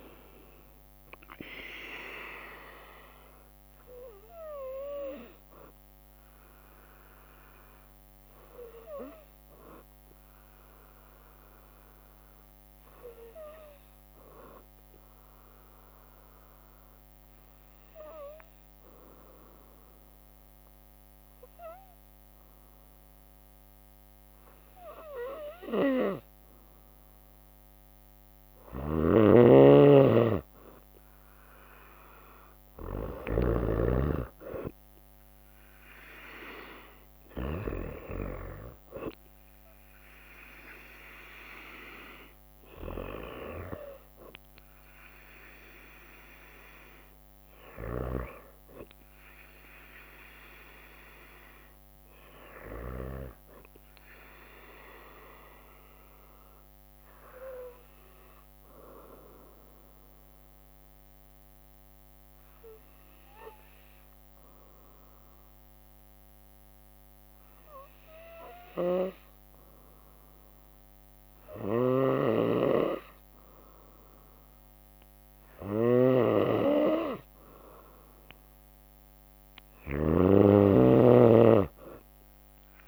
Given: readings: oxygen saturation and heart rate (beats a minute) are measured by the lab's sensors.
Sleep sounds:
breathing in sleep by a microphone on the trachea; 2
0.00-9.50 s: drop in pulse transit time (device-marked, heart rate 59 extreme)
0.00-21.50 s: oxygen desaturation (device-marked, oxygen 93% lowest, heart rate 56 extreme)
5.50-14.50 s: bradycardia (device-marked, heart rate 61 before, 56 extreme)
7.50-27.50 s: obstructive apnea (oxygen 97% before, 93% lowest, heart rate 61 before, 56 extreme)
24.50-35.50 s: bradycardia (device-marked, heart rate 61 before, 56 extreme)
28.00-33.00 s: snoring (device-marked)
30.00-34.50 s: arousal
37.50-51.50 s: drop in pulse transit time (device-marked, heart rate 59 before, 59 extreme)
42.50-55.50 s: oxygen desaturation (device-marked, oxygen 96% before, 93% lowest, heart rate 59 before, 56 extreme)
57.00-74.00 s: obstructive apnea (oxygen 96% before, 92% lowest, heart rate 62 before, 56 extreme, up 1 after)
68.00-80.00 s: snoring (device-marked)
69.50-79.50 s: bradycardia (device-marked, heart rate 61 before, 56 extreme)
76.00-80.00 s: arousal
80.50-82.88 s: oxygen desaturation (device-marked, oxygen 96% before, 92% lowest, heart rate 59 before, 58 extreme)
From the record:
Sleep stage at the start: N2 (light sleep); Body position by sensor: on the right side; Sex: female

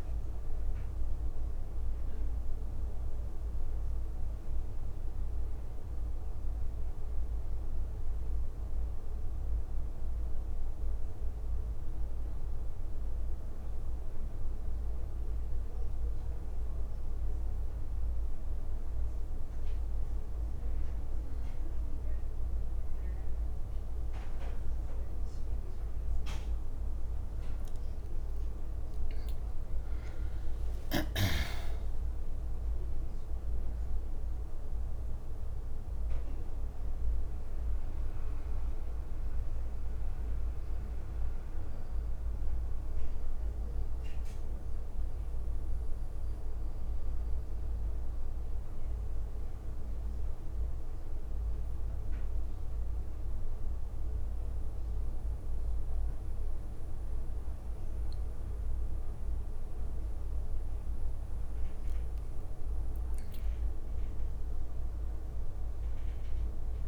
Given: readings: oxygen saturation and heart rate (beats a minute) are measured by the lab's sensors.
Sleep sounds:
breathing in sleep, hard to hear, by a room microphone; 2
0.00-14.50 s: oxygen desaturation (device-marked, oxygen 94% lowest, heart rate 73 extreme)
14.00-25.00 s: hypopnea (oxygen 99% before, 94% lowest, heart rate 76 before, 72 extreme, up 12 after)
22.50-47.50 s: oxygen desaturation (device-marked, oxygen 97% before, 94% lowest, heart rate 75 before, 71 extreme)
27.50-32.50 s: arousal
30.50-34.50 s: leg movement (device-marked)
44.00-54.00 s: hypopnea (oxygen 97% before, 94% lowest, heart rate 80 before, 71 extreme, up 8 after)
60.50-66.88 s: oxygen desaturation (device-marked, oxygen 99% before, 94% lowest, heart rate 73 before, 68 extreme)
From the record:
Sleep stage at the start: N1 (lightest sleep); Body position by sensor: on the back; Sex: female

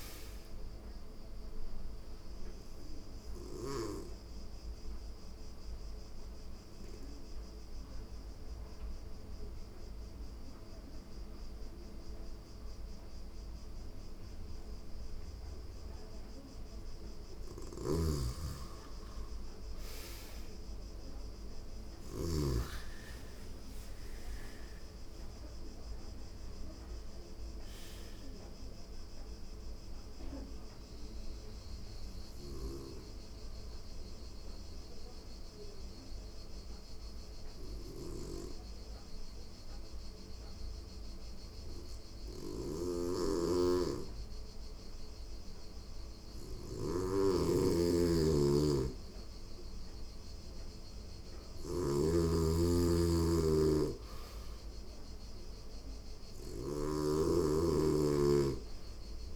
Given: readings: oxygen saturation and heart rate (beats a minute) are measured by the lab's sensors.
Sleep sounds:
breathing in sleep by a room microphone; 2
0.00-8.00 s: oxygen desaturation (device-marked, oxygen 92% lowest, heart rate 87 extreme)
0.50-16.00 s: obstructive apnea (oxygen 96% before, 88% lowest, heart rate 92 before, 87 extreme, up 2 after)
10.00-22.00 s: oxygen desaturation (device-marked, oxygen 94% before, 90% lowest, heart rate 93 before, 87 extreme)
17.00-21.50 s: snoring (device-marked)
17.50-21.50 s: arousal
30.00-47.00 s: obstructive apnea (oxygen 96% before, 88% lowest, heart rate 89 before, 88 extreme, up 1 after)
31.50-46.00 s: snoring (device-marked)
33.00-47.00 s: oxygen desaturation (device-marked, oxygen 96% before, 88% lowest, heart rate 89 before, 88 extreme)
49.00-52.50 s: arousal
55.50-59.36 s: snoring (device-marked)
From the record:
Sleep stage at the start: N2 (light sleep); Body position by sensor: on the back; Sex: female

